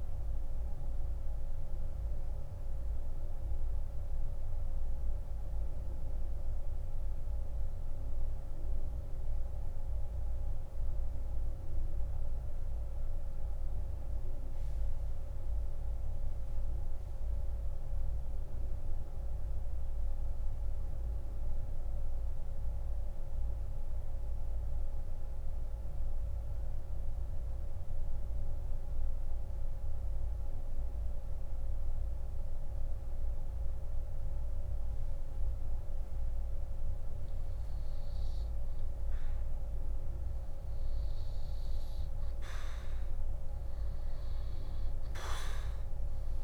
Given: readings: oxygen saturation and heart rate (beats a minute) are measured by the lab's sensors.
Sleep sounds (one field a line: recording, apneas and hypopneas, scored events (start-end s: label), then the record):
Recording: breathing in sleep, hard to hear, by a room microphone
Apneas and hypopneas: 1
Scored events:
0.00-35.00 s: oxygen desaturation (device-marked, oxygen 85% lowest, heart rate 50 extreme)
2.50-38.00 s: central apnea (oxygen 98% before, 85% lowest, heart rate 70 before, 50 extreme, up 5 after)
From the record:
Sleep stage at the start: N2 (light sleep)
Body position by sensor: on the back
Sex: male